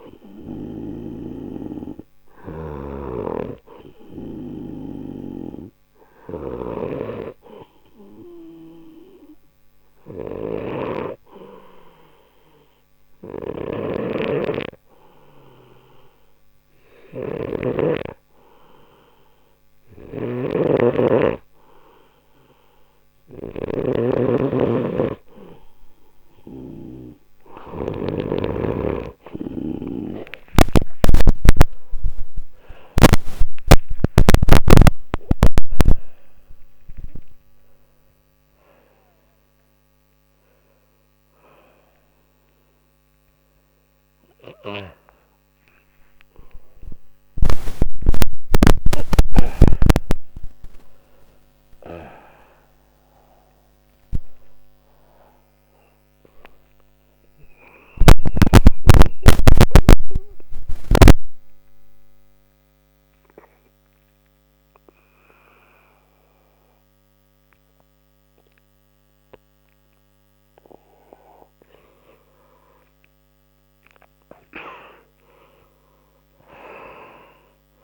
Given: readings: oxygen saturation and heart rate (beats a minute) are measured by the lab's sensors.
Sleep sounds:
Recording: a person partly awake in a sleep study, by a microphone on the trachea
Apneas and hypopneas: 1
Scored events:
0.00-7.00 s: snoring (device-marked)
13.50-28.00 s: snoring (device-marked)
31.50-61.50 s: new sleep stage, awake
59.50-71.50 s: mixed apnea (oxygen 94% before, 92% lowest)
61.50-77.84 s: new sleep stage, N2 (light sleep)
73.00-77.84 s: arousal
From the record:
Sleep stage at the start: N3 (deep sleep)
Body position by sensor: on the right side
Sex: male

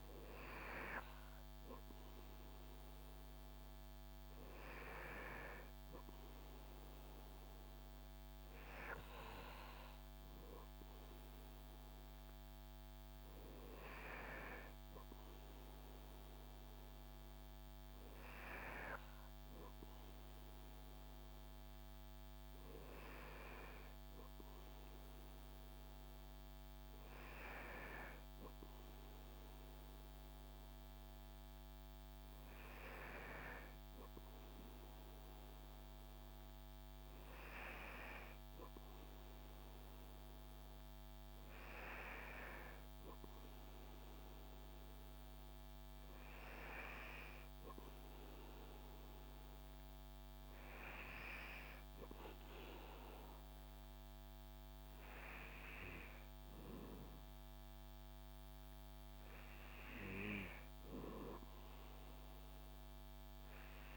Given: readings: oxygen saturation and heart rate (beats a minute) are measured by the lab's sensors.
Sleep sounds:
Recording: breathing in sleep by a microphone on the trachea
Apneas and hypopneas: none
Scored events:
none scored
From the record:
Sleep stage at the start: N2 (light sleep)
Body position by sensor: on the back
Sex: male

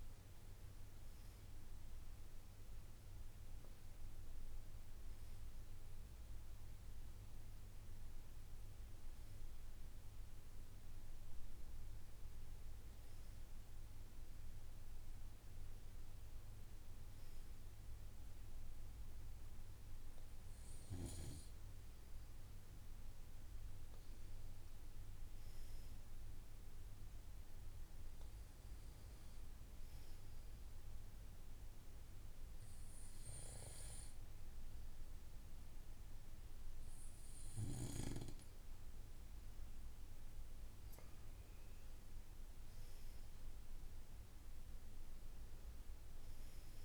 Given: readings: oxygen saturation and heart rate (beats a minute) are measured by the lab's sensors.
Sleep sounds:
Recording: breathing in sleep, hard to hear, by a room microphone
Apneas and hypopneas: 1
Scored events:
30.50-41.00 s: hypopnea (oxygen 97% before, 94% lowest, heart rate 58 before, 36 extreme, up 22 after)
42.50-46.85 s: arousal
From the record:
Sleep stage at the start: N2 (light sleep)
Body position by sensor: on the right side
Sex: male

